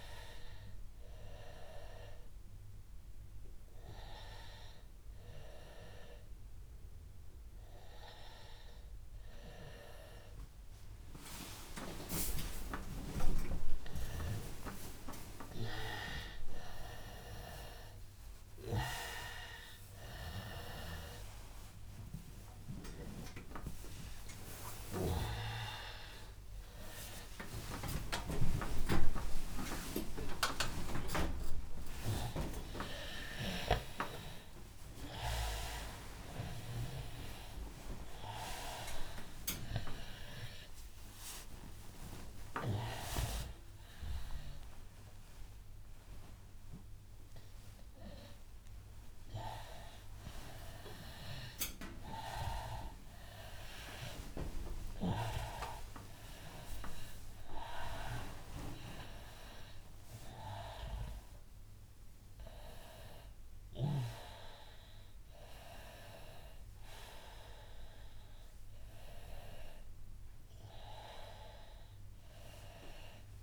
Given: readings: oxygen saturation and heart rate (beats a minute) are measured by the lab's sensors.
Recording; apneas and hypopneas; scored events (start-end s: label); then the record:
a person awake in a sleep study, by a room microphone; none
12.00-14.00 s: long interval between heartbeats (device-marked, heart rate 98 before, 103 extreme)
26.50-28.50 s: long interval between heartbeats (device-marked, heart rate 101 before, 114 extreme)
28.50-30.50 s: long interval between heartbeats (device-marked, heart rate 103 before, 134 extreme)
39.00-41.00 s: long interval between heartbeats (device-marked, heart rate 124 before, 118 extreme)
46.00-48.00 s: long interval between heartbeats (device-marked, heart rate 129 before, 113 extreme)
48.00-50.00 s: long interval between heartbeats (device-marked, heart rate 130 before, 145 extreme)
53.00-55.00 s: long interval between heartbeats (device-marked, heart rate 129 before, 136 extreme)
55.00-57.00 s: long interval between heartbeats (device-marked, heart rate 129 before, 134 extreme)
58.50-60.50 s: long interval between heartbeats (device-marked, heart rate 131 before, 134 extreme)
71.00-73.43 s: new sleep stage, N1 (lightest sleep)
From the record:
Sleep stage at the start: awake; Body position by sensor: on the right side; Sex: male